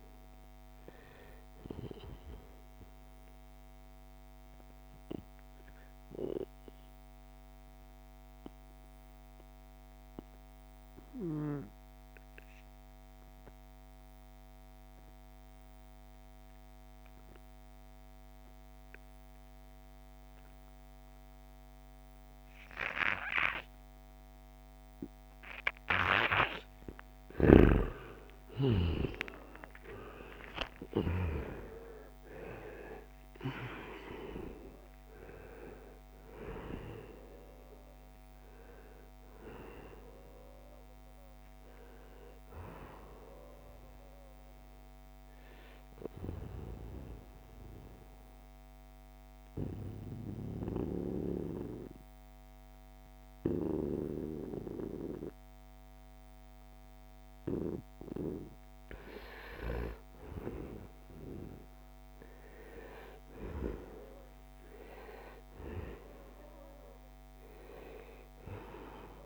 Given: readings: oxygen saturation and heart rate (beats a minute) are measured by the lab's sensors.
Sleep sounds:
breathing in sleep by a microphone on the trachea; 2
0.00-3.50 s: oxygen desaturation (device-marked, oxygen 88% lowest, heart rate 66 extreme)
6.50-26.00 s: obstructive apnea (oxygen 96% before, 92% lowest, heart rate 80 before, 66 extreme, up 9 after)
27.50-34.00 s: arousal
39.50-48.50 s: oxygen desaturation (device-marked, oxygen 96% before, 92% lowest, heart rate 72 before, 69 extreme)
46.00-58.50 s: obstructive apnea (oxygen 96% before, 91% lowest, heart rate 76 before, 69 extreme, up 5 after)
60.50-66.00 s: arousal
From the record:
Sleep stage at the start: N1 (lightest sleep); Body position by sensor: on the right side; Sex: male

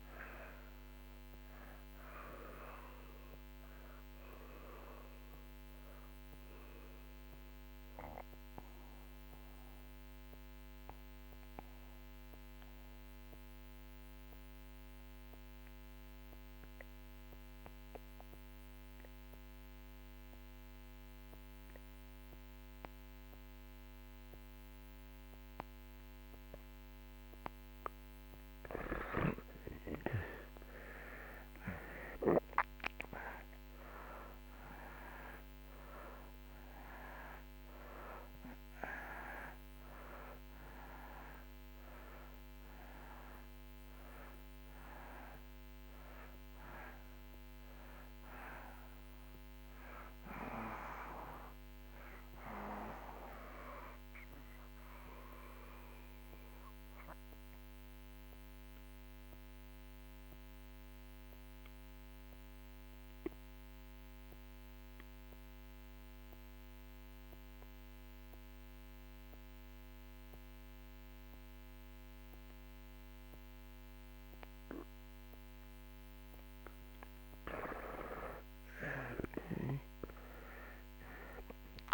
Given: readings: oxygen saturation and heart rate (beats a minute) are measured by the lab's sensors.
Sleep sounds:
breathing in sleep by a microphone on the trachea; 2
0.00-8.00 s: oxygen desaturation (device-marked, oxygen 84% lowest)
2.50-27.00 s: obstructive apnea (oxygen 97% before, 77% lowest)
11.00-81.94 s: new sleep stage, REM sleep
30.50-34.50 s: arousal
32.00-63.00 s: oxygen desaturation (device-marked, oxygen 96% before, 77% lowest)
53.50-73.50 s: obstructive apnea (oxygen 96% before, 78% lowest)
76.50-81.50 s: arousal
From the record:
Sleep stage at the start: N2 (light sleep); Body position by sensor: on the back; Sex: male

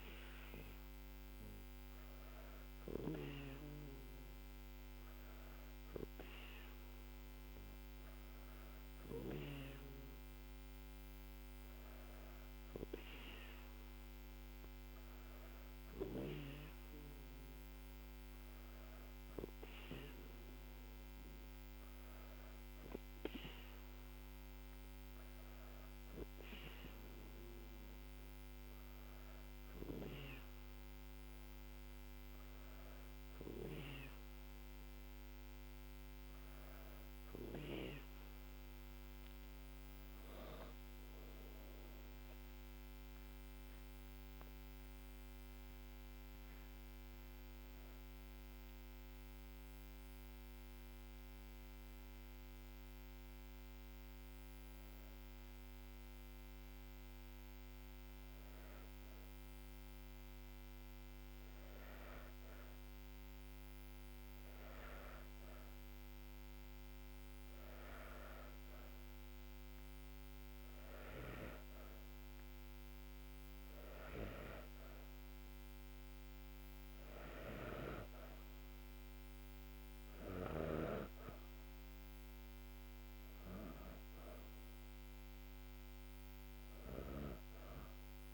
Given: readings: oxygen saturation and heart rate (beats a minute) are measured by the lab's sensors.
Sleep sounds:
breathing in sleep by a microphone on the trachea; none
39.50-44.00 s: arousal
From the record:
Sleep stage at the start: N2 (light sleep); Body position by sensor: on the back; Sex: female

